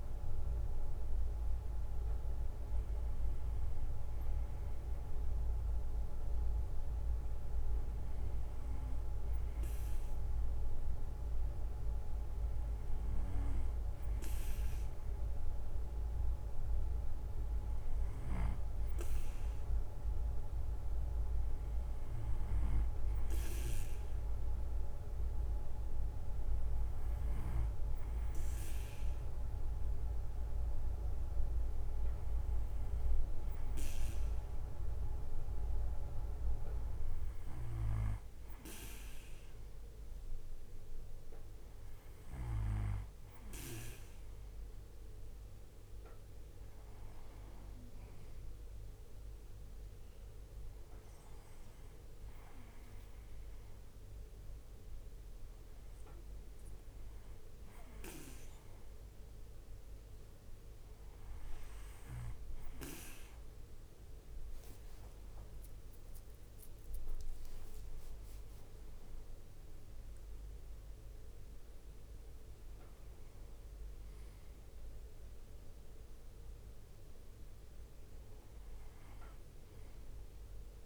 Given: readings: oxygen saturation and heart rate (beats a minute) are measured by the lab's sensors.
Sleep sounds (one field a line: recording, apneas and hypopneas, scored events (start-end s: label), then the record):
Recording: breathing in sleep by a room microphone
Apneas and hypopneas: none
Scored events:
67.00-70.00 s: arousal
67.50-79.50 s: drop in pulse transit time (device-marked, heart rate 68 before, 62 extreme)
From the record:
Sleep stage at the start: N2 (light sleep)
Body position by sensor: on the right side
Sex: male